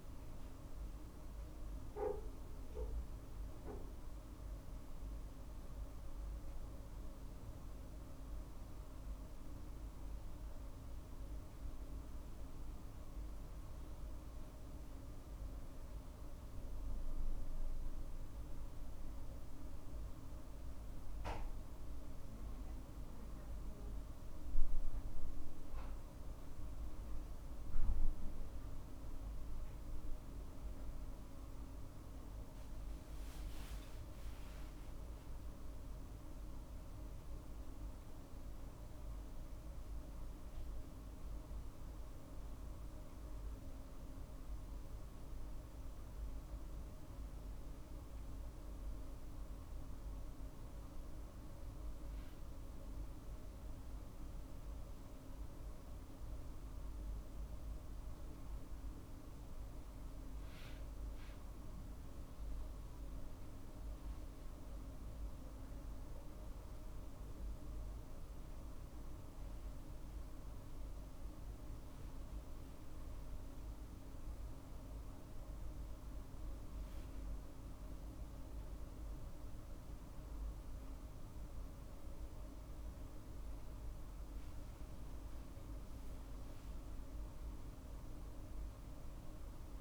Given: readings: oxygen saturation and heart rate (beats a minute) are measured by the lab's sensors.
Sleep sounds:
a person awake in a sleep study, hard to hear, by a room microphone; none
none scored
From the record:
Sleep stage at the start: awake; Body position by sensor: on the right side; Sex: male

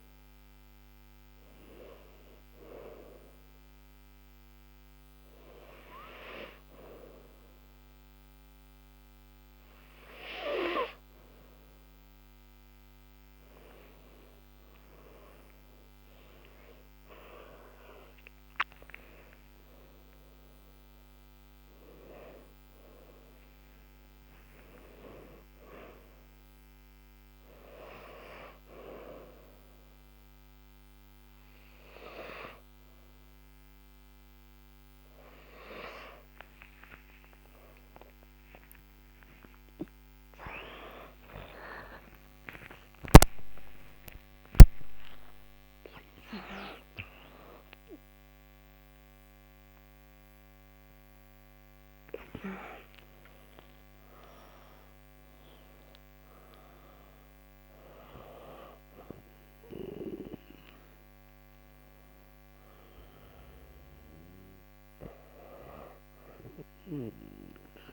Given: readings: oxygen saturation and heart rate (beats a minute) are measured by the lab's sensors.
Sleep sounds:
breathing in sleep by a microphone on the trachea; none
7.00-67.93 s: new sleep stage, N2 (light sleep)
13.50-18.00 s: arousal
37.00-43.00 s: arousal
From the record:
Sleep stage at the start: N3 (deep sleep); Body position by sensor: on the back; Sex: female

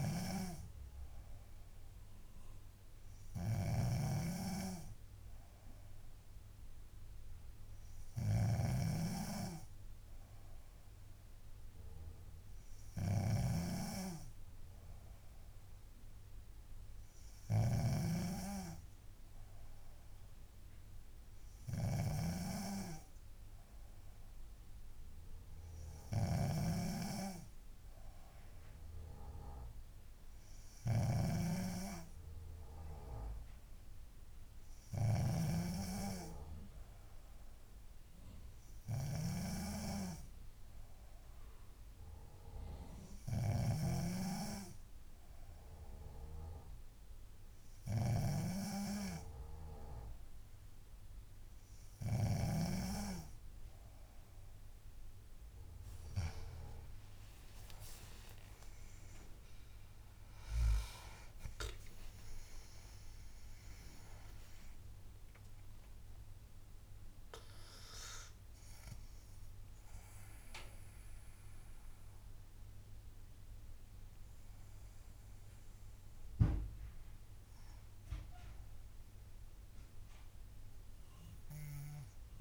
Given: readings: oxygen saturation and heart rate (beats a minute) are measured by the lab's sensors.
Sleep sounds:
breathing in sleep by a room microphone; none
0.00-18.00 s: snoring (device-marked)
26.50-35.50 s: snoring (device-marked)
47.00-82.41 s: new sleep stage, N2 (light sleep)
59.50-66.00 s: arousal
From the record:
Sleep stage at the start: N3 (deep sleep); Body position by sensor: on the back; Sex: female

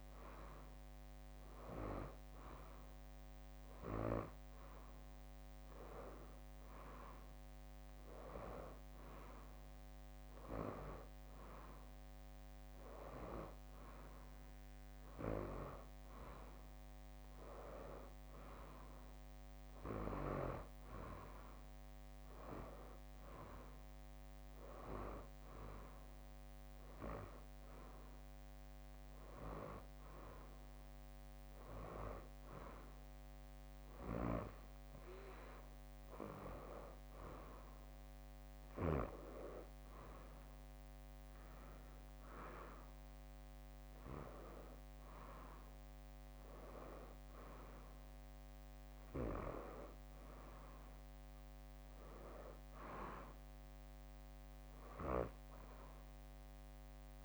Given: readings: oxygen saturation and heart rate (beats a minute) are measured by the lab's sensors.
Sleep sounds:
breathing in sleep by a microphone on the trachea; none
none scored
From the record:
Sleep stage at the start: N2 (light sleep); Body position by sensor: on the right side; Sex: female

